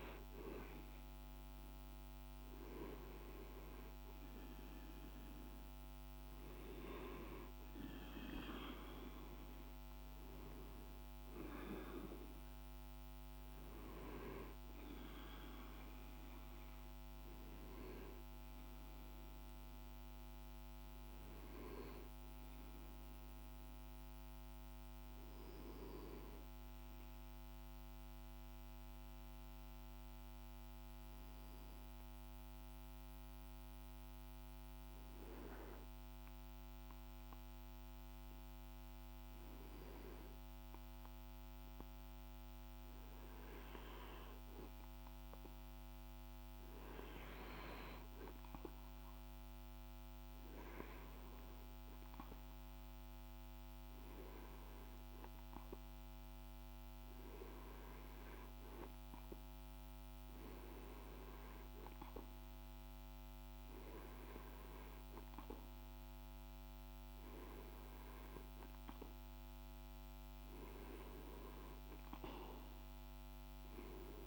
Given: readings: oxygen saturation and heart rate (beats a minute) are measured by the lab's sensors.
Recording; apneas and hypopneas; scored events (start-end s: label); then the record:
breathing in sleep by a microphone on the trachea; 1
0.00-14.50 s: oxygen desaturation (device-marked, oxygen 94% lowest, heart rate 51 extreme)
22.00-69.00 s: hypopnea (oxygen 98% before, 93% lowest, heart rate 52 before, 50 extreme, up 1 after)
46.50-54.50 s: oxygen desaturation (device-marked, oxygen 98% before, 94% lowest, heart rate 52 before, 50 extreme)
From the record:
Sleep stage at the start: REM sleep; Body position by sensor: on the back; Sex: male